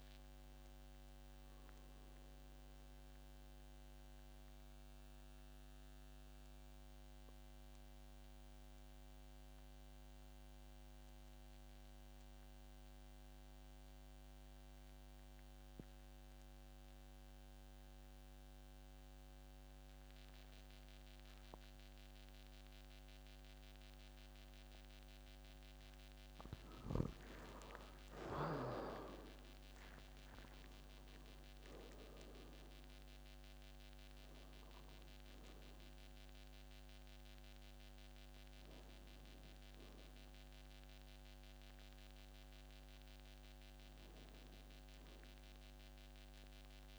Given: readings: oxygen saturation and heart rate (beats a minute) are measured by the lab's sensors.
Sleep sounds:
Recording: breathing in sleep by a microphone on the trachea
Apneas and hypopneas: 1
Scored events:
2.50-25.50 s: obstructive apnea (oxygen 97% before, 87% lowest, heart rate 57 before, 50 extreme, up 18 after)
27.00-46.99 s: oxygen desaturation (device-marked, oxygen 97% before, 88% lowest, heart rate 53 before, 50 extreme)
27.50-32.50 s: arousal
From the record:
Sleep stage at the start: N2 (light sleep)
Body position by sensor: on the back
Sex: male

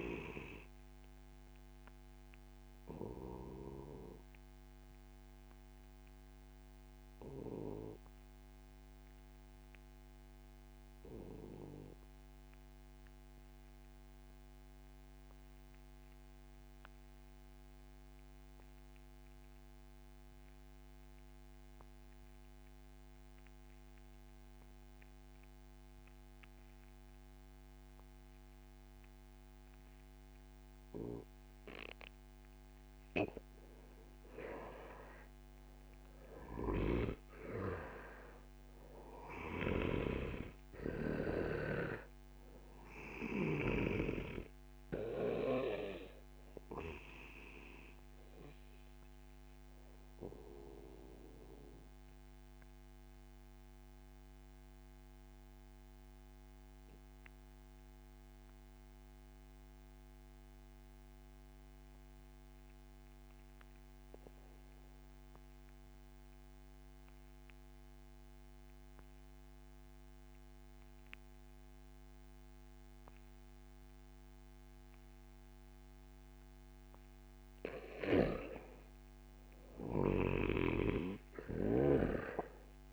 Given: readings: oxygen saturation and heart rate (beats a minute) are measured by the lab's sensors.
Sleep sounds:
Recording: breathing in sleep by a microphone on the trachea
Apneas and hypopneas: 2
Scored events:
0.00-17.50 s: oxygen desaturation (device-marked, oxygen 90% lowest)
2.00-32.50 s: obstructive apnea (oxygen 97% before, 90% lowest, heart rate 42 before, 27 extreme, up 8 after)
33.50-45.50 s: oxygen desaturation (device-marked, oxygen 98% before, 93% lowest, heart rate 62 before, 27 extreme)
35.00-39.00 s: arousal
47.50-63.50 s: oxygen desaturation (device-marked, oxygen 95% before, 90% lowest, heart rate 45 before, 27 extreme)
51.00-77.00 s: mixed apnea (oxygen 98% before, 90% lowest, heart rate 44 before, 27 extreme, up 1 after)
79.00-82.93 s: arousal
From the record:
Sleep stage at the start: N2 (light sleep)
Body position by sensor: on the back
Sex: male

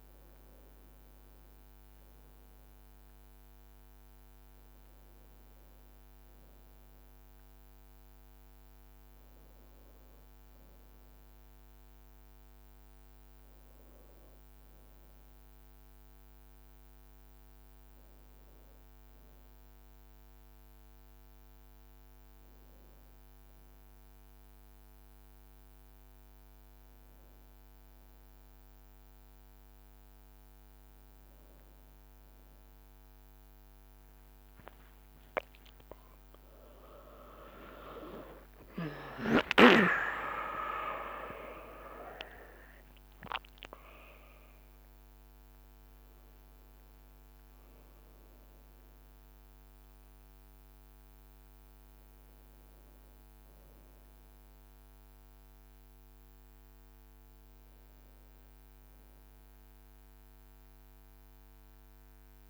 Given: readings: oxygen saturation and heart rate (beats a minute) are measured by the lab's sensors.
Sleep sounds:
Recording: a person partly awake in a sleep study, by a microphone on the trachea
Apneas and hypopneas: 1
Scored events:
0.00-2.00 s: arousal
15.00-30.50 s: hypopnea (oxygen 95% before, 91% lowest, heart rate 58 before, 58 extreme, up 4 after)
30.00-60.00 s: new sleep stage, awake
34.00-43.50 s: leg movement (device-marked)
40.00-42.00 s: long interval between heartbeats (device-marked, heart rate 60 before, 85 extreme)
44.00-46.00 s: long interval between heartbeats (device-marked, heart rate 66 before, 90 extreme)
60.00-62.50 s: new sleep stage, N1 (lightest sleep)
From the record:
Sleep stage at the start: N1 (lightest sleep)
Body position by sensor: on the back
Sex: male

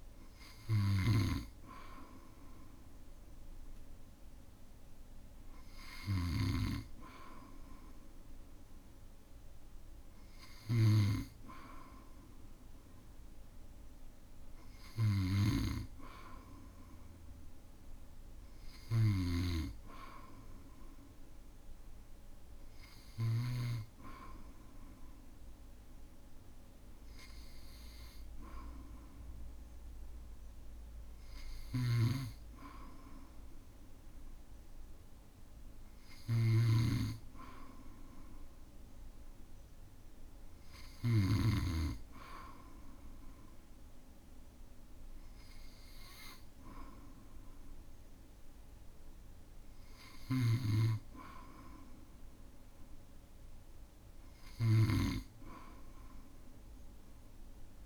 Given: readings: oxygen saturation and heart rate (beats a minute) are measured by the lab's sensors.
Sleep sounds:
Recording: breathing in sleep by a room microphone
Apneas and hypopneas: none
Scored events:
0.00-23.50 s: snoring (device-marked)
31.50-41.50 s: snoring (device-marked)
50.00-57.86 s: snoring (device-marked)
From the record:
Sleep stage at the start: N2 (light sleep)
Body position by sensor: on the back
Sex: male

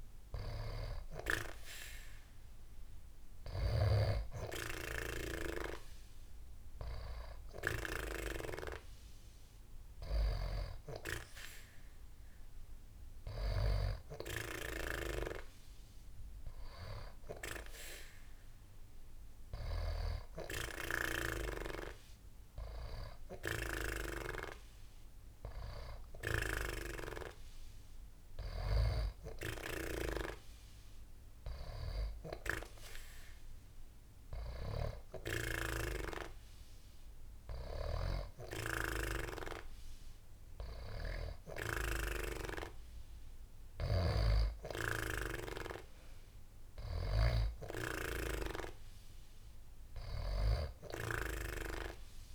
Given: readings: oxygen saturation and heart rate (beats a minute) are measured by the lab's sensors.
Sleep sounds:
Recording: breathing in sleep by a room microphone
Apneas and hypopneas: none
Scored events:
none scored
From the record:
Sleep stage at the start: N2 (light sleep)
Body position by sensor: on the back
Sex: female

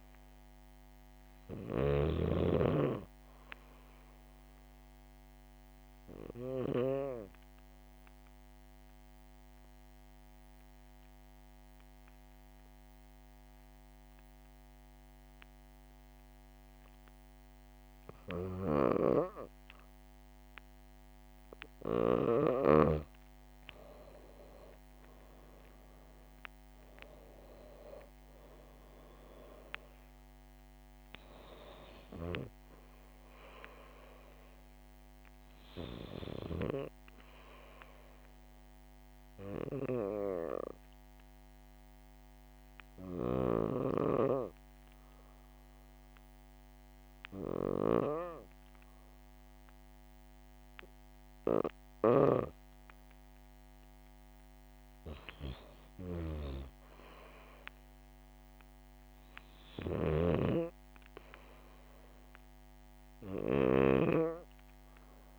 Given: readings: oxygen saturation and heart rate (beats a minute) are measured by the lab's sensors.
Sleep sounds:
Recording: breathing in sleep by a microphone on the trachea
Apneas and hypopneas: 2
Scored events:
1.00-5.00 s: oxygen desaturation (device-marked, oxygen 99% before, 96% lowest, heart rate 66 before, 67 extreme)
9.00-22.50 s: obstructive apnea (oxygen 100% before, 96% lowest, heart rate 65 before, 65 extreme, up 7 after)
25.00-28.50 s: arousal
38.50-54.00 s: hypopnea (oxygen 100% before, 95% lowest, heart rate 70 before, 65 extreme, up 2 after)
56.50-59.50 s: arousal
59.50-65.39 s: snoring (device-marked)
From the record:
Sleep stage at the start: REM sleep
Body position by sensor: on the back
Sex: female

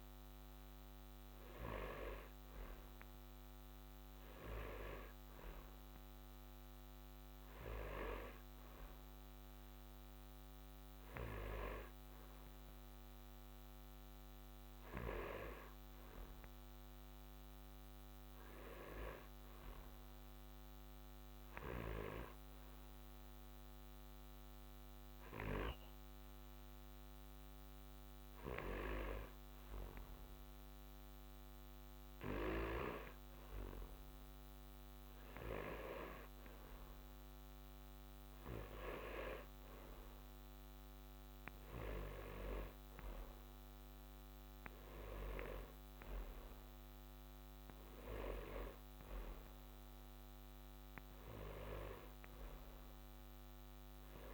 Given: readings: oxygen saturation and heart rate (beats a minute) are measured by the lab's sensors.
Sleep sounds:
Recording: breathing in sleep by a microphone on the trachea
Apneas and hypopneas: 1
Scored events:
18.00-31.00 s: hypopnea (oxygen 95% before, 93% lowest, heart rate 60 before, 50 extreme, up 4 after)
33.50-38.50 s: arousal
From the record:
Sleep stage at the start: N1 (lightest sleep)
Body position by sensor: on the back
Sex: male

